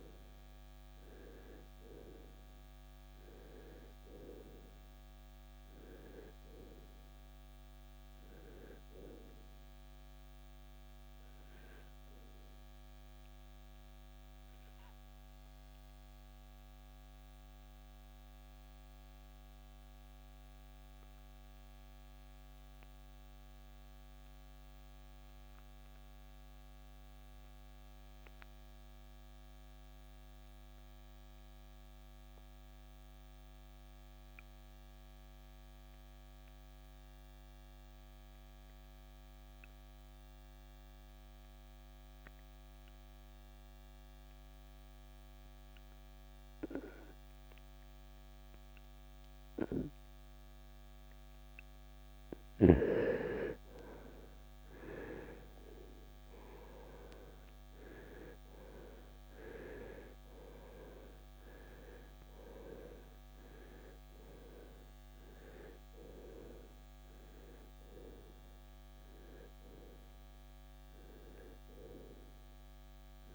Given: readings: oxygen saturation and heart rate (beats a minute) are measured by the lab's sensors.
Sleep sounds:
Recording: breathing in sleep by a microphone on the trachea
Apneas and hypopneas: 1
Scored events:
0.00-22.50 s: oxygen desaturation (device-marked, oxygen 79% lowest, heart rate 53 extreme)
11.50-51.50 s: obstructive apnea (oxygen 93% before, 79% lowest, heart rate 86 before, 49 extreme, up 20 after)
43.50-73.35 s: oxygen desaturation (device-marked, oxygen 97% before, 80% lowest, heart rate 65 before, 49 extreme)
52.50-57.50 s: arousal
From the record:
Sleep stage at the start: N2 (light sleep)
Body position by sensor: on the right side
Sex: male

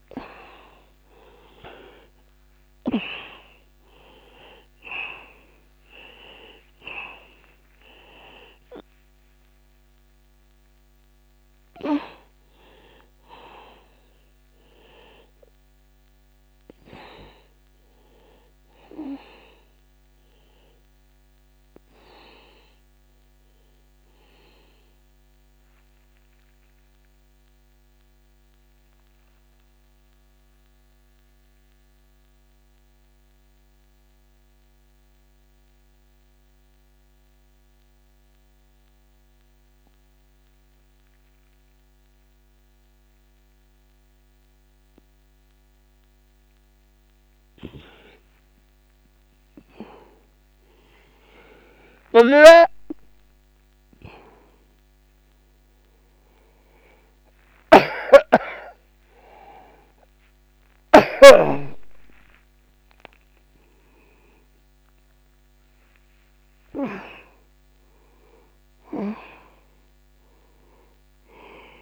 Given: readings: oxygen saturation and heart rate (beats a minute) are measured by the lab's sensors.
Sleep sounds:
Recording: breathing in sleep by a microphone on the trachea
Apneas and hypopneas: 1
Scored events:
0.00-38.00 s: oxygen desaturation (device-marked, oxygen 82% lowest, heart rate 36 extreme)
20.50-50.00 s: obstructive apnea (oxygen 96% before, 82% lowest, heart rate 52 before, 44 extreme, up 17 after)
52.00-55.50 s: arousal
53.50-62.50 s: snoring (device-marked)
54.00-71.81 s: oxygen desaturation (device-marked, oxygen 98% before, 86% lowest, heart rate 54 before, 44 extreme)
From the record:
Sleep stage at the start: N2 (light sleep)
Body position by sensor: on the back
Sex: male

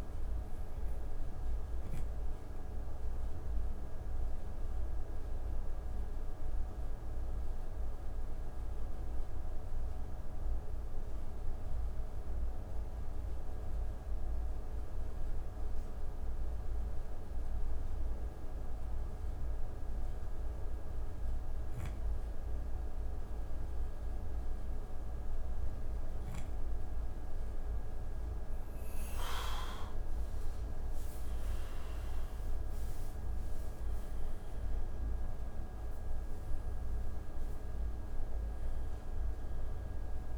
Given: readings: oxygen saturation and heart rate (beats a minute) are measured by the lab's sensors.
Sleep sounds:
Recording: breathing in sleep, hard to hear, by a room microphone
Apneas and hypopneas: 1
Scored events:
1.50-24.00 s: mixed apnea (oxygen 98% before, 91% lowest)
10.00-20.00 s: oxygen desaturation (device-marked, oxygen 95% before, 91% lowest)
28.00-32.50 s: arousal
From the record:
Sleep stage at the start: N2 (light sleep)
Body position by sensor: on the back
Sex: male

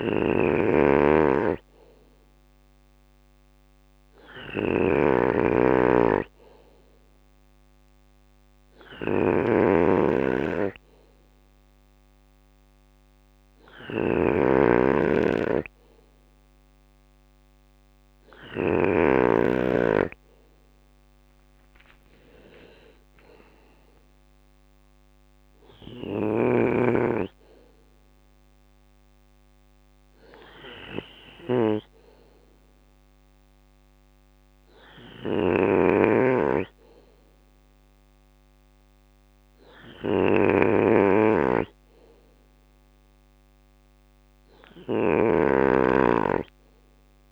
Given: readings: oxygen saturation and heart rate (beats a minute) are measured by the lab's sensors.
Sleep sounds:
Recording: breathing in sleep by a microphone on the trachea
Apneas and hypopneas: none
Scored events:
0.00-17.50 s: snoring (device-marked)
21.00-23.00 s: long interval between heartbeats (device-marked, heart rate 61 before, 70 extreme)
21.00-32.00 s: drop in pulse transit time (device-marked, heart rate 61 before, 57 extreme)
25.00-45.00 s: bradycardia (device-marked, heart rate 61 before, 57 extreme)
25.00-47.31 s: snoring (device-marked)
From the record:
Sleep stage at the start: N2 (light sleep)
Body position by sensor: on the right side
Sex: male

